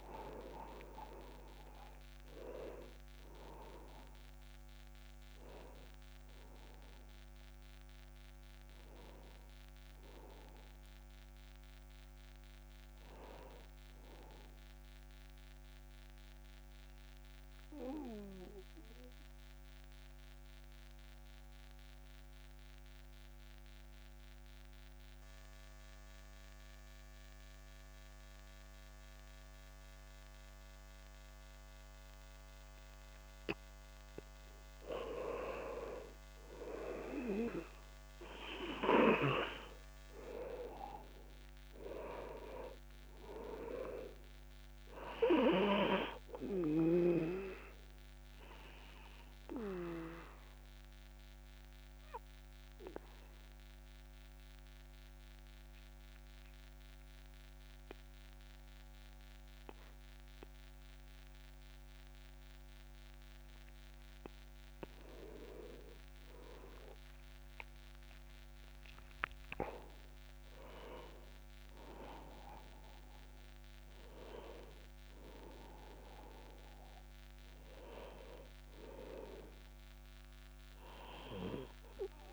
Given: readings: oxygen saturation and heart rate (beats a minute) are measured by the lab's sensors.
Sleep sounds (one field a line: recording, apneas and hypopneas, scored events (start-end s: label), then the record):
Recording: breathing in sleep by a microphone on the trachea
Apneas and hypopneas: 2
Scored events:
0.00-17.50 s: oxygen desaturation (device-marked, oxygen 90% lowest)
15.00-32.50 s: obstructive apnea (oxygen 99% before, 90% lowest)
35.00-38.50 s: arousal
37.50-63.50 s: oxygen desaturation (device-marked, oxygen 99% before, 90% lowest)
48.00-63.50 s: obstructive apnea (oxygen 99% before, 90% lowest)
66.00-70.00 s: arousal
From the record:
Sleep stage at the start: N2 (light sleep)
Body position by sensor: on the back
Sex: male